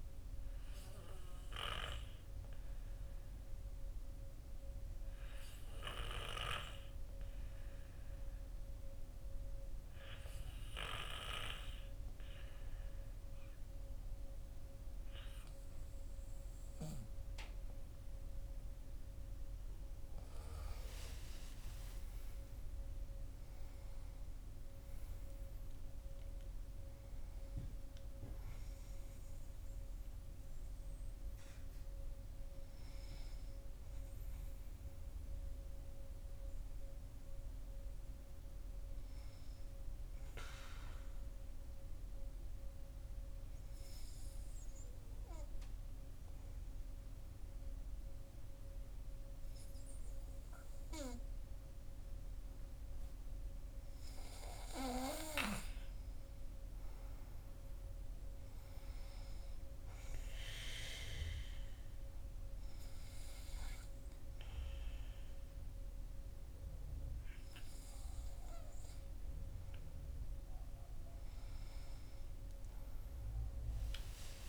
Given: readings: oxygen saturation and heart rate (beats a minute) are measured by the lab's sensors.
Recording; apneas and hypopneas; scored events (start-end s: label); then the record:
breathing in sleep by a room microphone; 2
2.50-18.50 s: hypopnea (oxygen 98% before, 94% lowest, heart rate 58 before, 45 extreme, up 20 after)
20.50-25.00 s: arousal
40.00-52.50 s: obstructive apnea (oxygen 97% before, 94% lowest, heart rate 57 before, 49 extreme, up 13 after)
59.00-74.49 s: oxygen desaturation (device-marked, oxygen 97% before, 94% lowest, heart rate 55 before, 49 extreme)
68.00-74.49 s: new sleep stage, awake
From the record:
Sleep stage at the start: N2 (light sleep); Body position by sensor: on the back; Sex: male